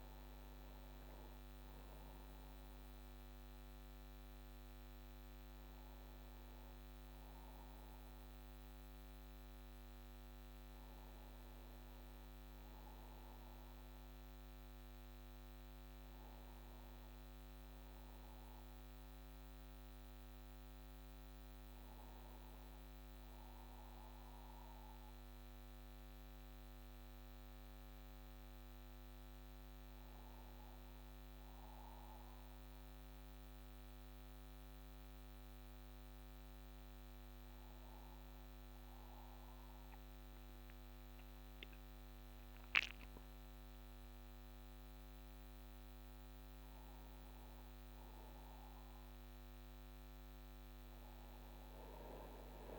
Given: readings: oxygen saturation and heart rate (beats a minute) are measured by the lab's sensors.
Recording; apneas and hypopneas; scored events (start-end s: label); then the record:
breathing in sleep, hard to hear, by a microphone on the trachea; 1
22.50-26.00 s: arousal
28.00-43.50 s: hypopnea (oxygen 97% before, 95% lowest)
45.50-48.50 s: arousal
From the record:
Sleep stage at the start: N1 (lightest sleep); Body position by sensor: on the back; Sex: male